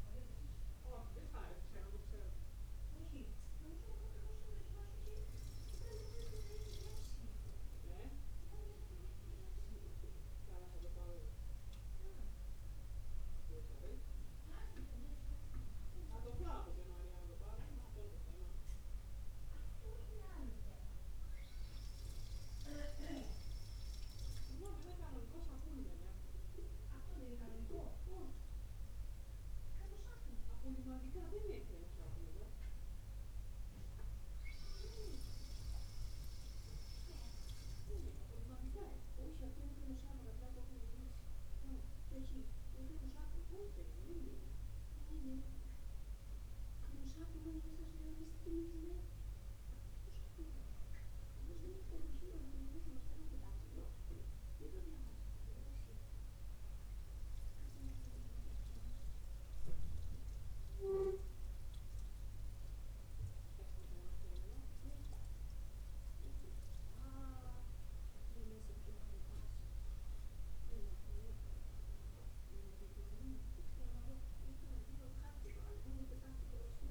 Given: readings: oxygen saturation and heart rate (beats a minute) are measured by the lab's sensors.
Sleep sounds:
breathing in sleep by a room microphone; none
none scored
From the record:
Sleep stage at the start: N2 (light sleep); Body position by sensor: on the back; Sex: male

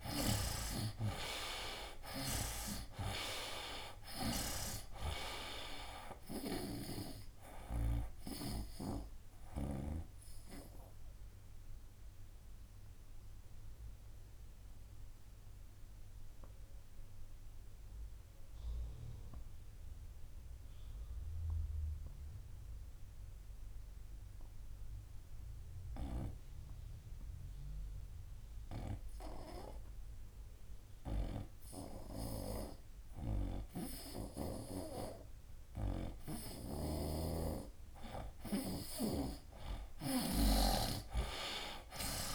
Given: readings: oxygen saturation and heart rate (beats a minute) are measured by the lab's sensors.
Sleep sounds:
breathing in sleep by a room microphone; 1
0.00-2.50 s: arousal
0.00-30.00 s: oxygen desaturation (device-marked, oxygen 79% lowest, heart rate 62 extreme)
10.00-36.00 s: obstructive apnea (oxygen 97% before, 79% lowest, heart rate 71 before, 62 extreme, up 12 after)
35.00-42.35 s: oxygen desaturation (device-marked, oxygen 97% before, 79% lowest, heart rate 65 before, 64 extreme)
37.00-42.35 s: snoring (device-marked)
From the record:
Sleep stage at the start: N2 (light sleep); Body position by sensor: on the right side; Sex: male

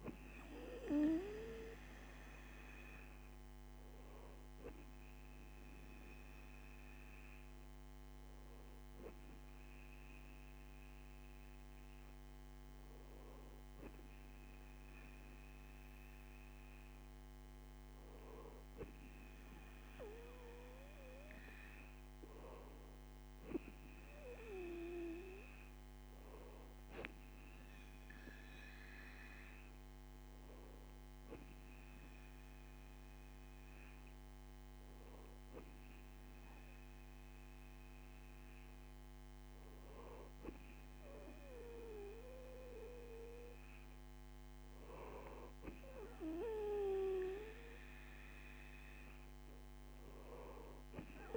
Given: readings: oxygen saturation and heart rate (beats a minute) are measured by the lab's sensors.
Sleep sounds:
breathing in sleep by a microphone on the trachea; none
none scored
From the record:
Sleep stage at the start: N2 (light sleep); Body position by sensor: on the right side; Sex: male

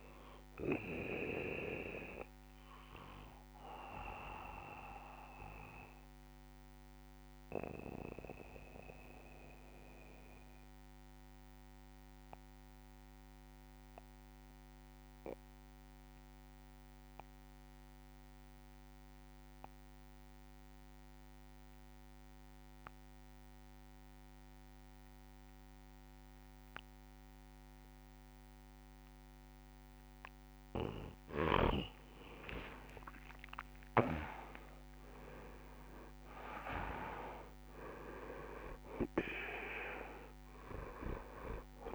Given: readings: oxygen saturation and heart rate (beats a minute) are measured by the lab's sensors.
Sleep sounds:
breathing in sleep by a microphone on the trachea; 1
0.00-8.50 s: oxygen desaturation (device-marked, oxygen 92% lowest)
5.00-30.50 s: mixed apnea (oxygen 97% before, 88% lowest)
9.00-11.00 s: long interval between heartbeats (device-marked)
14.00-16.00 s: long interval between heartbeats (device-marked)
20.00-22.00 s: long interval between heartbeats (device-marked)
26.50-41.95 s: oxygen desaturation (device-marked, oxygen 99% before, 88% lowest)
31.50-33.50 s: long interval between heartbeats (device-marked, heart rate 49 before, 64 extreme)
34.00-37.50 s: arousal
From the record:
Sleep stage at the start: N2 (light sleep); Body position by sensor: on the back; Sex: male

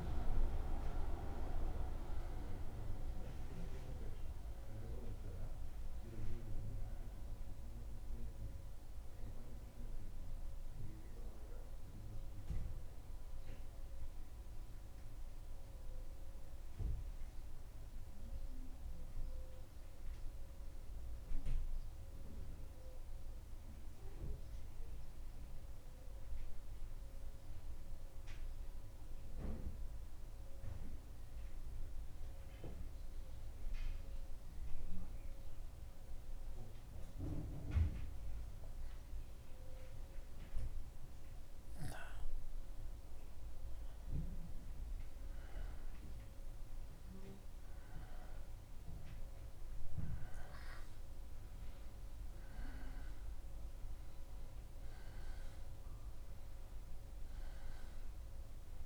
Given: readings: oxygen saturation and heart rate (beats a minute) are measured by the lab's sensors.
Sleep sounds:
breathing in sleep by a room microphone; 1
12.50-43.00 s: mixed apnea (oxygen 95% before, 90% lowest, heart rate 76 before, 71 extreme, up 3 after)
26.50-35.50 s: oxygen desaturation (device-marked, oxygen 94% before, 90% lowest, heart rate 74 before, 73 extreme)
45.00-50.00 s: arousal
From the record:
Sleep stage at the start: N2 (light sleep); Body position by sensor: on the back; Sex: male

